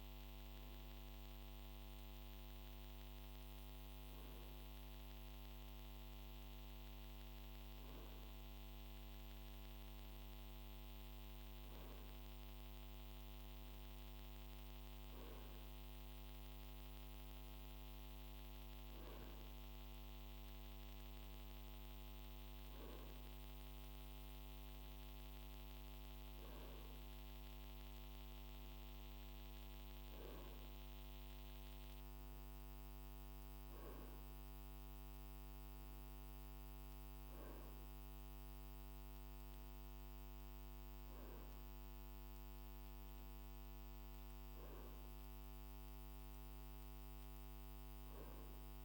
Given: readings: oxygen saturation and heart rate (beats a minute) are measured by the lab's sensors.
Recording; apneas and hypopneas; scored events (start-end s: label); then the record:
breathing in sleep, hard to hear, by a microphone on the trachea; none
none scored
From the record:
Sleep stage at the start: N2 (light sleep); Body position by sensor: on the right side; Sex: male